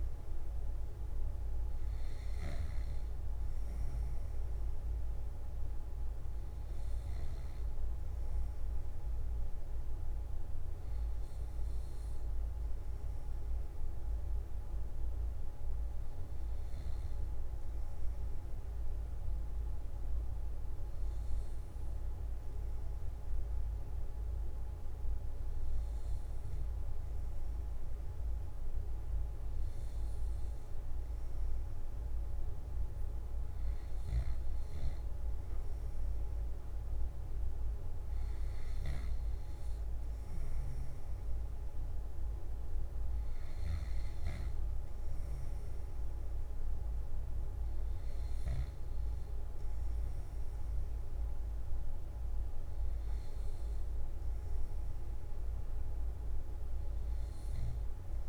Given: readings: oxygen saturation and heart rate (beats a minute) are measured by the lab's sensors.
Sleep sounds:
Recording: breathing in sleep, hard to hear, by a room microphone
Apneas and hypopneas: none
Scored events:
none scored
From the record:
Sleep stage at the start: N1 (lightest sleep)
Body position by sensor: on the back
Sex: male

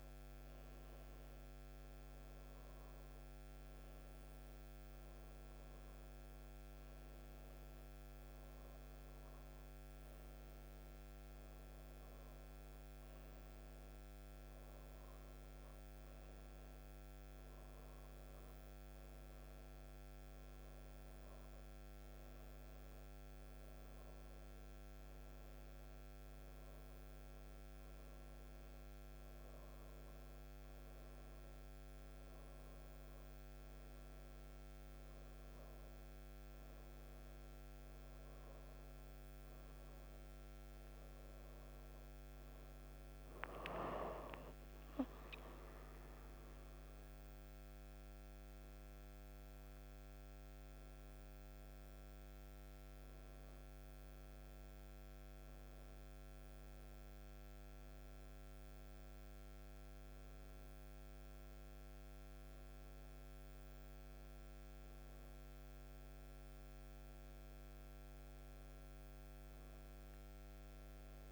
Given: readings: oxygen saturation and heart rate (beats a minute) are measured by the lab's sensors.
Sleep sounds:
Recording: breathing in sleep, hard to hear, by a microphone on the trachea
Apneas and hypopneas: none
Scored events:
none scored
From the record:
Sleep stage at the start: N1 (lightest sleep)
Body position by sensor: on the right side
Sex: female

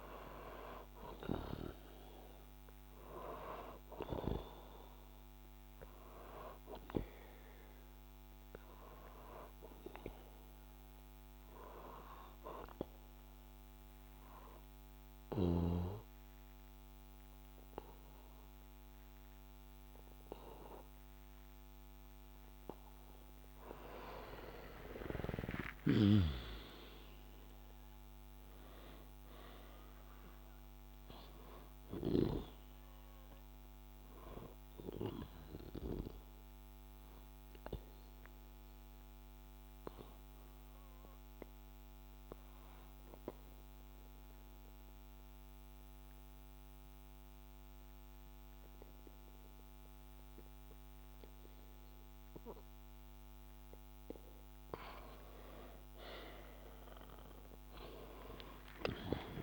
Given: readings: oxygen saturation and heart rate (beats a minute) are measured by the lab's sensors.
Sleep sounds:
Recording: breathing in sleep by a microphone on the trachea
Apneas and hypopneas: 2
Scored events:
0.50-6.00 s: arousal
11.50-23.50 s: obstructive apnea (oxygen 96% before, 92% lowest, heart rate 63 before, 60 extreme, up 4 after)
25.00-30.50 s: arousal
26.00-32.50 s: snoring (device-marked)
31.00-47.00 s: oxygen desaturation (device-marked, oxygen 95% before, 92% lowest, heart rate 62 before, 59 extreme)
36.50-55.00 s: obstructive apnea (oxygen 96% before, 92% lowest, heart rate 63 before, 59 extreme)
58.00-59.43 s: arousal
From the record:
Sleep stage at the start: N2 (light sleep)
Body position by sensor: on the back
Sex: male

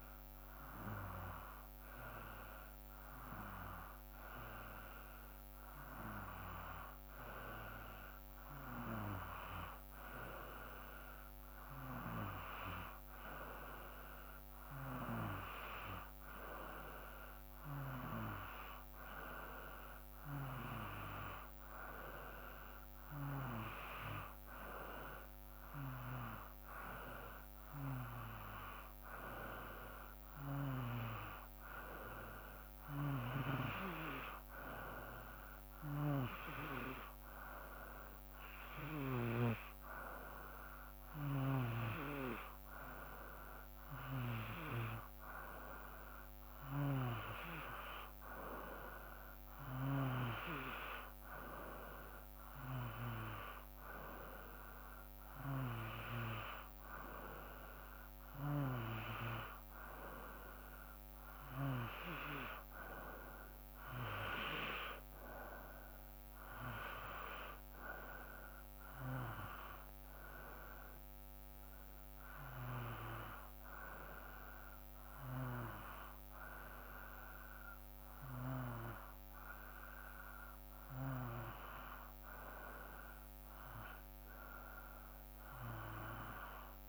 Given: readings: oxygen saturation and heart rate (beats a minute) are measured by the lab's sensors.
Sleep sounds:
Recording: breathing in sleep by a microphone on the trachea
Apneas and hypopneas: none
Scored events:
33.50-40.00 s: snoring (device-marked)
47.00-50.50 s: snoring (device-marked)
From the record:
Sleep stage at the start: N2 (light sleep)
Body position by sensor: on the back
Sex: male

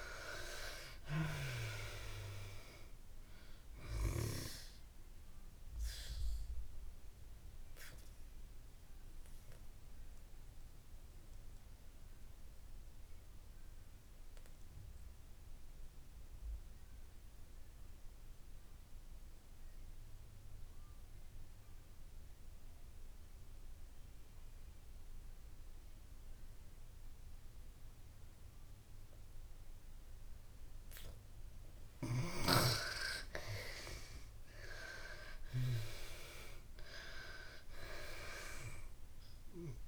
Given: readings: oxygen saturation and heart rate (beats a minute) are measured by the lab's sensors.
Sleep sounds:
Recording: breathing in sleep by a room microphone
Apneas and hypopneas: 1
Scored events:
0.00-1.50 s: arousal
0.00-27.00 s: oxygen desaturation (device-marked, oxygen 74% lowest)
5.50-31.50 s: obstructive apnea (oxygen 97% before, 73% lowest)
29.00-39.88 s: oxygen desaturation (device-marked, oxygen 96% before, 73% lowest)
33.00-36.50 s: arousal
From the record:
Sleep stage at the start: N2 (light sleep)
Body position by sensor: on the back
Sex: female

